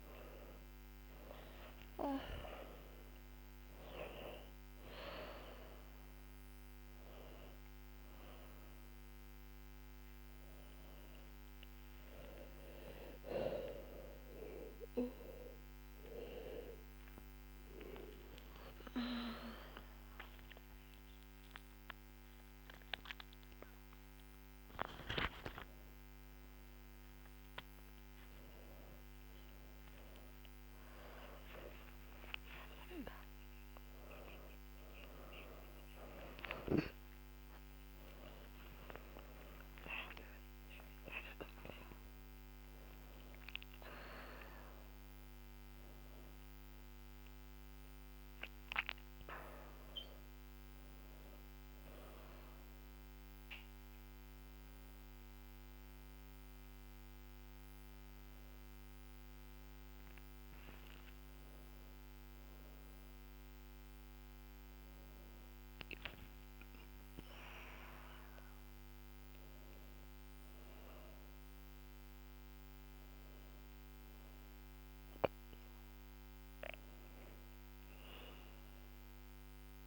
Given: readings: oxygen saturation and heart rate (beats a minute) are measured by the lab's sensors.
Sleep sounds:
a person awake in a sleep study, by a microphone on the trachea; none
0.50-14.50 s: oxygen desaturation (device-marked, oxygen 97% before, 93% lowest, heart rate 84 before, 77 extreme)
43.50-47.50 s: oxygen desaturation (device-marked, oxygen 98% before, 94% lowest, heart rate 85 before, 75 extreme)
47.50-79.86 s: new sleep stage, N1 (lightest sleep)
From the record:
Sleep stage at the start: awake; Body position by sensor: on the back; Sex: female

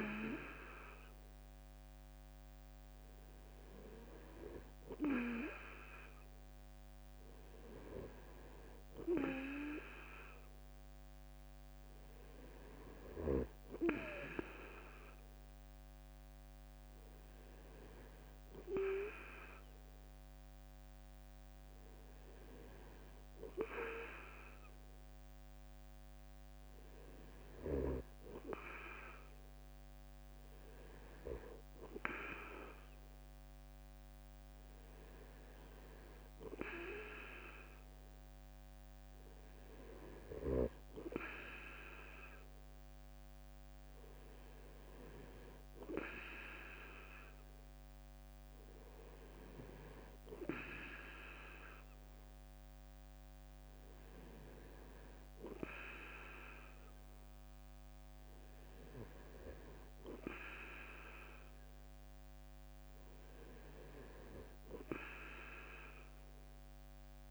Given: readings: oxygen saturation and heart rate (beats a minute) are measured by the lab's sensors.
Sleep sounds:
breathing in sleep by a microphone on the trachea; none
none scored
From the record:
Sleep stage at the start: N2 (light sleep); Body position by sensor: on the back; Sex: male

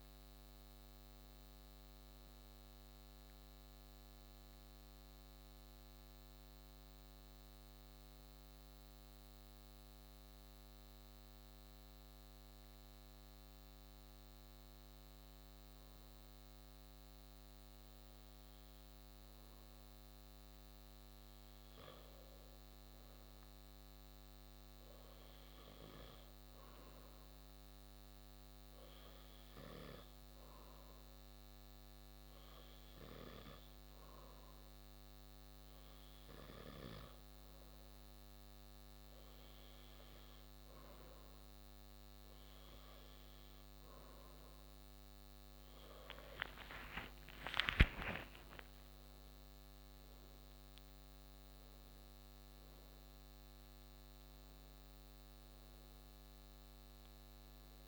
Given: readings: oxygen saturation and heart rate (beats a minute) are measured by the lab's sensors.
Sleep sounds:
breathing in sleep by a microphone on the trachea; 2
6.00-20.00 s: hypopnea (oxygen 97% before, 95% lowest)
22.00-27.50 s: arousal
30.50-44.50 s: hypopnea (oxygen 97% before, 94% lowest, heart rate 80 before, 108 extreme, up 46 after)
46.00-51.50 s: arousal
From the record:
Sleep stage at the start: N2 (light sleep); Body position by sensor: on the back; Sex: male

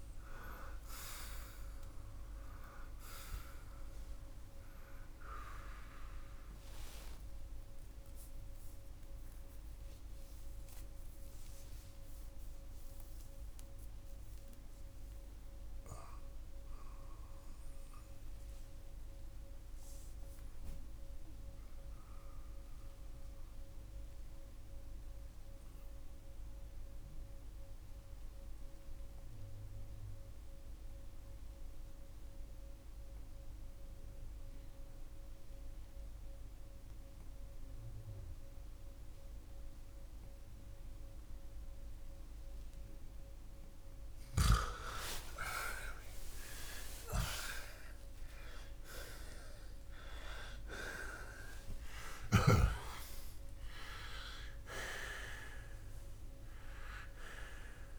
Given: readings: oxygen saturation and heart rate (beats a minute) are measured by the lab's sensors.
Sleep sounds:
breathing in sleep by a room microphone; 1
10.00-45.00 s: mixed apnea (oxygen 94% before, 83% lowest, heart rate 95 before, 51 extreme, up 18 after)
20.00-39.00 s: oxygen desaturation (device-marked, oxygen 93% before, 84% lowest, heart rate 83 before, 51 extreme)
47.00-53.50 s: arousal
53.00-57.99 s: oxygen desaturation (device-marked, oxygen 95% before, 90% lowest, heart rate 71 before, 51 extreme)
From the record:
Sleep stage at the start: N2 (light sleep); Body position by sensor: on the back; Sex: male

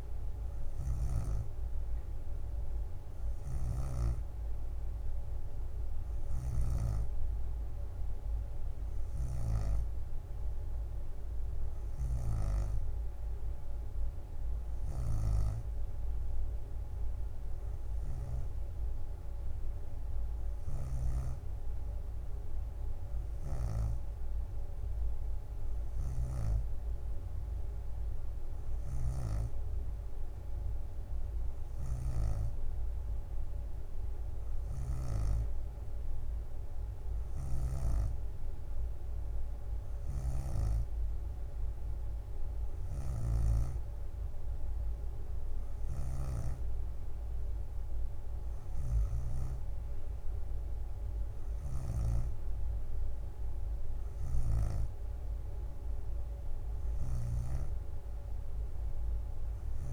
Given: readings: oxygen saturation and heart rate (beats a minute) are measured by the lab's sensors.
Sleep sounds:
breathing in sleep by a room microphone; none
6.00-9.50 s: leg movement (device-marked)
24.50-59.93 s: new sleep stage, N3 (deep sleep)
From the record:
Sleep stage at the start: N2 (light sleep); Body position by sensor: on the back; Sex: female

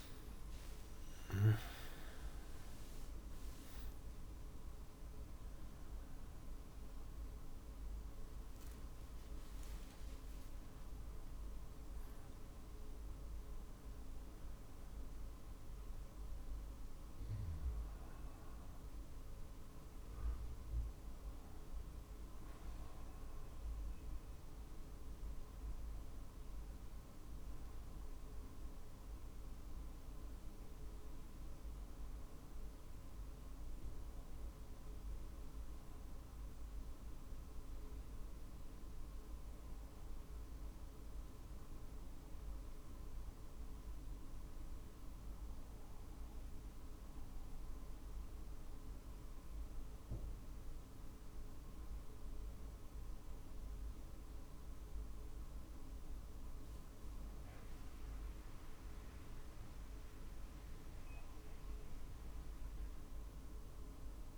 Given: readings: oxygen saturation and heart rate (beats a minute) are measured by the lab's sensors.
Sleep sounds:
breathing in sleep, hard to hear, by a room microphone; 1
1.00-19.00 s: drop in pulse transit time (device-marked, heart rate 48 before, 52 extreme)
34.00-52.00 s: oxygen desaturation (device-marked, oxygen 96% before, 92% lowest, heart rate 49 before, 46 extreme)
37.50-55.50 s: obstructive apnea (oxygen 97% before, 92% lowest, heart rate 49 before, 46 extreme, up 1 after)
58.50-64.00 s: arousal
From the record:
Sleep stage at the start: N2 (light sleep); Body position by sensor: on the back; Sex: male

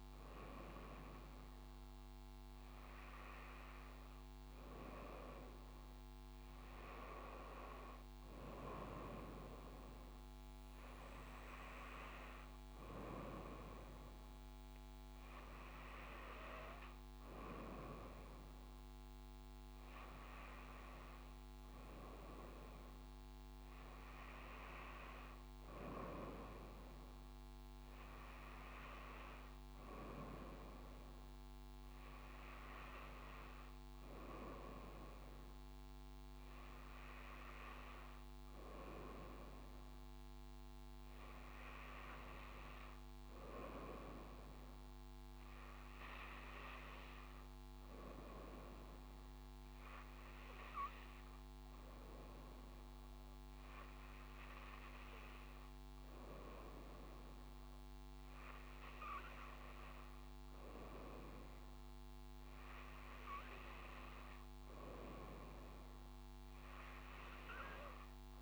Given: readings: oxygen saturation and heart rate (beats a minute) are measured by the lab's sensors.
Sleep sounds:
breathing in sleep by a microphone on the trachea; none
none scored
From the record:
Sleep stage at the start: N2 (light sleep); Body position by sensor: on the front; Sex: female

